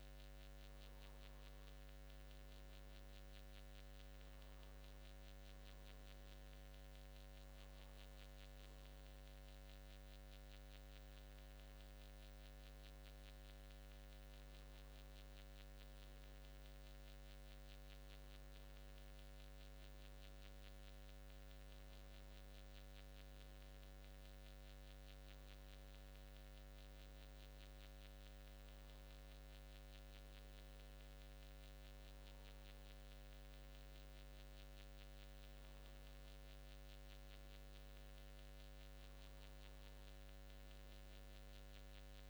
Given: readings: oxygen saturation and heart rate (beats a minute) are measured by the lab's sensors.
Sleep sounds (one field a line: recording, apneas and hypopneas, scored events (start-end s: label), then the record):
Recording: breathing in sleep, hard to hear, by a microphone on the trachea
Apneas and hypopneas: none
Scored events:
none scored
From the record:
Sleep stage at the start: N2 (light sleep)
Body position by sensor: on the back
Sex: male